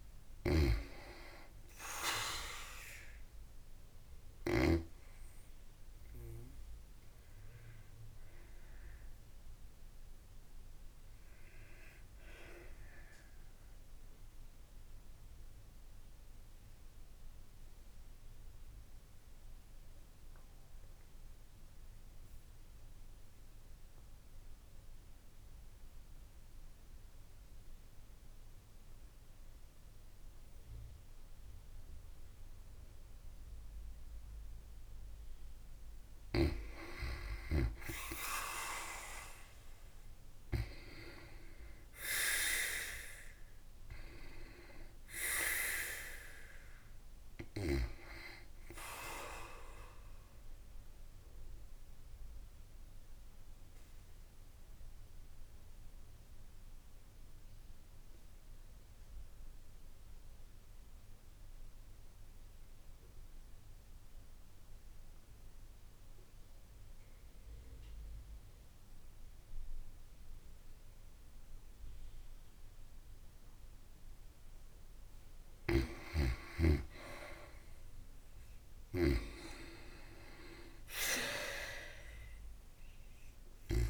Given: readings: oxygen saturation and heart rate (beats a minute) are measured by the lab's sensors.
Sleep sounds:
breathing in sleep by a room microphone; 2
0.00-8.00 s: oxygen desaturation (device-marked, oxygen 85% lowest, heart rate 53 extreme)
13.50-34.50 s: obstructive apnea (oxygen 95% before, 89% lowest, heart rate 59 before, 53 extreme, up 25 after)
38.50-42.50 s: arousal
39.00-48.00 s: oxygen desaturation (device-marked, oxygen 95% before, 89% lowest, heart rate 57 before, 54 extreme)
50.00-74.50 s: obstructive apnea (oxygen 95% before, 89% lowest, heart rate 66 before, 53 extreme, up 23 after)
76.00-79.00 s: arousal
76.00-83.89 s: oxygen desaturation (device-marked, oxygen 95% before, 90% lowest, heart rate 73 before, 53 extreme)
From the record:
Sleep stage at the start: N2 (light sleep); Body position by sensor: on the back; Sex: female

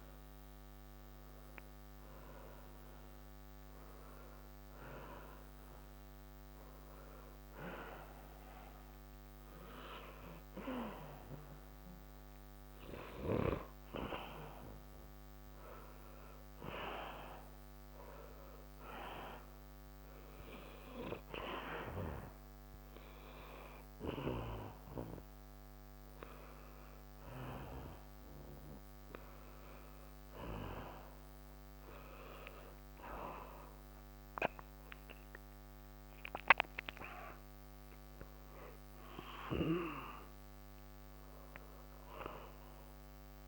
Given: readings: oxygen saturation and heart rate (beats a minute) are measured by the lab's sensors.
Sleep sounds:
breathing in sleep by a microphone on the trachea; 1
0.00-17.00 s: oxygen desaturation (device-marked, oxygen 92% lowest, heart rate 62 extreme)
13.50-30.50 s: hypopnea (oxygen 97% before, 92% lowest, heart rate 66 before, 62 extreme, up 3 after)
33.00-43.48 s: new sleep stage, awake
From the record:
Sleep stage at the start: N1 (lightest sleep); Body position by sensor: on the back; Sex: male

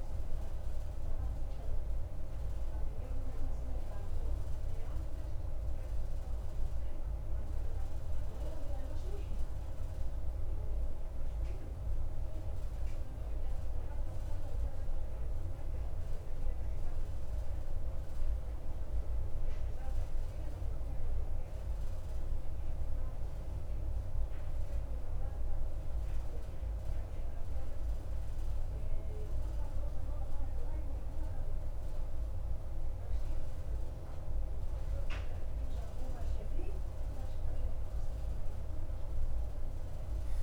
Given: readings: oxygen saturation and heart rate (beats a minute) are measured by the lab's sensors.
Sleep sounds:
breathing in sleep, hard to hear, by a room microphone; 1
8.00-32.50 s: mixed apnea (oxygen 94% before, 92% lowest, heart rate 54 before, 52 extreme, up 3 after)
35.50-40.00 s: arousal
From the record:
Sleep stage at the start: N2 (light sleep); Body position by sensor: on the right side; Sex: male

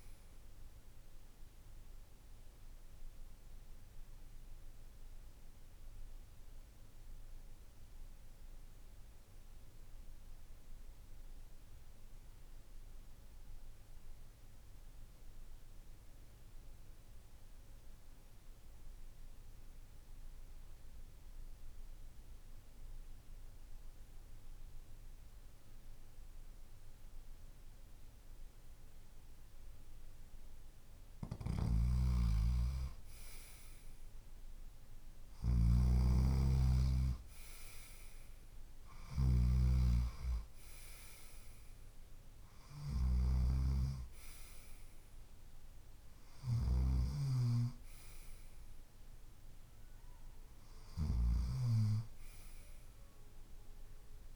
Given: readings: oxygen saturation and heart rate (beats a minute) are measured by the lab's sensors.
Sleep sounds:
breathing in sleep by a room microphone; 1
2.50-28.50 s: obstructive apnea (oxygen 97% before, 87% lowest, heart rate 53 before, 49 extreme, up 8 after)
13.00-31.00 s: oxygen desaturation (device-marked, oxygen 97% before, 93% lowest, heart rate 53 before, 49 extreme)
31.00-51.00 s: snoring (device-marked)
33.00-36.50 s: arousal
38.00-54.35 s: oxygen desaturation (device-marked, oxygen 95% before, 87% lowest, heart rate 51 before, 50 extreme)
From the record:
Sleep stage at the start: N2 (light sleep); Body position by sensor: on the left side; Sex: male

